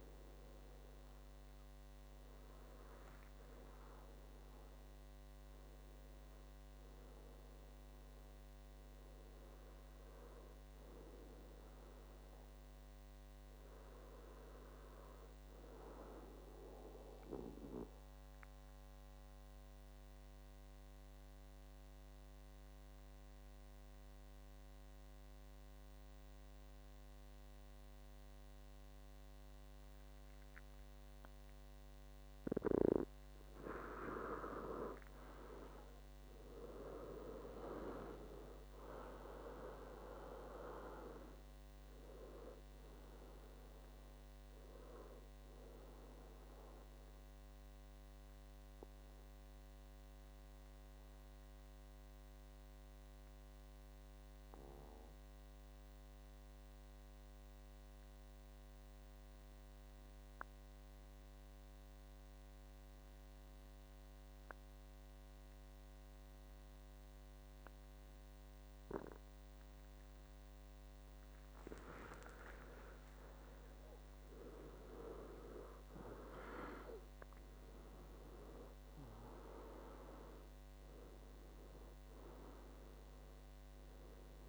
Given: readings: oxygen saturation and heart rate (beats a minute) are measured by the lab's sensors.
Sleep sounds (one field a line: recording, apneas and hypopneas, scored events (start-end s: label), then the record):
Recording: breathing in sleep by a microphone on the trachea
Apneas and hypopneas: 2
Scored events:
17.00-32.50 s: obstructive apnea (oxygen 97% before, 93% lowest, heart rate 68 before, 60 extreme, up 15 after)
35.00-39.00 s: arousal
40.00-52.00 s: oxygen desaturation (device-marked, oxygen 96% before, 93% lowest, heart rate 65 before, 60 extreme)
46.50-73.00 s: mixed apnea (oxygen 97% before, 92% lowest, heart rate 69 before, 60 extreme, up 16 after)
74.50-77.50 s: arousal
80.00-84.49 s: oxygen desaturation (device-marked, oxygen 97% before, 93% lowest, heart rate 69 before, 60 extreme)
From the record:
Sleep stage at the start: N2 (light sleep)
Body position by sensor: on the back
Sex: male